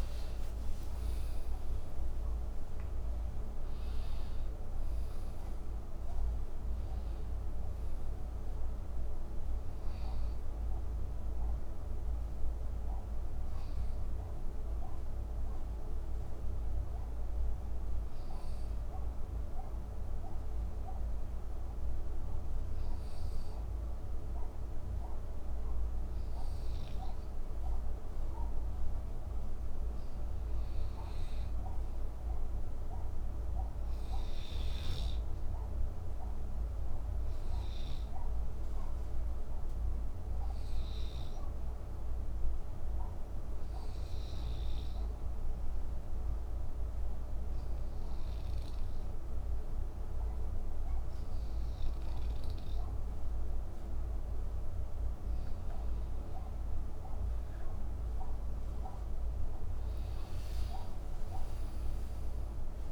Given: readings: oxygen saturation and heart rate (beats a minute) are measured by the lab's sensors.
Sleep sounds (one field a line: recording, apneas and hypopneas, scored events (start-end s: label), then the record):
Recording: breathing in sleep, hard to hear, by a room microphone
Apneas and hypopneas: 2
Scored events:
0.00-4.50 s: arousal
15.50-29.00 s: hypopnea (oxygen 92% before, 90% lowest, heart rate 66 before, 54 extreme, up 6 after)
31.50-36.50 s: arousal
36.50-51.50 s: oxygen desaturation (device-marked, oxygen 96% before, 91% lowest, heart rate 57 before, 50 extreme)
44.00-55.00 s: hypopnea (oxygen 96% before, 90% lowest, heart rate 57 before, 50 extreme, up 15 after)
57.00-62.92 s: arousal
From the record:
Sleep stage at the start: N2 (light sleep)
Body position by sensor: on the right side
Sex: male